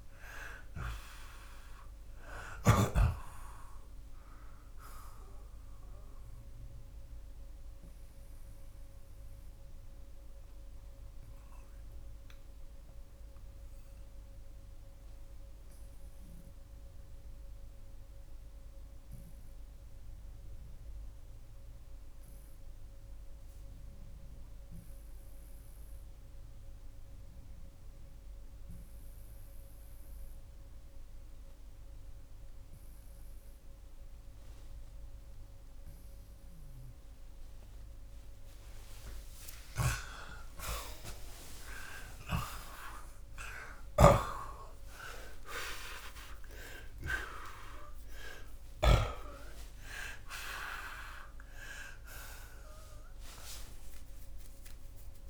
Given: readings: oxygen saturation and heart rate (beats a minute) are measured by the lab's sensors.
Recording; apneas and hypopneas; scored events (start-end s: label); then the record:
breathing in sleep by a room microphone; 1
0.00-2.50 s: snoring (device-marked)
7.00-37.50 s: obstructive apnea (oxygen 92% before, 78% lowest, heart rate 95 before, 62 extreme, up 47 after)
20.50-39.50 s: oxygen desaturation (device-marked, oxygen 90% before, 81% lowest, heart rate 82 before, 65 extreme)
39.50-46.50 s: arousal
From the record:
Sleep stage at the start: N2 (light sleep); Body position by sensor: on the left side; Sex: male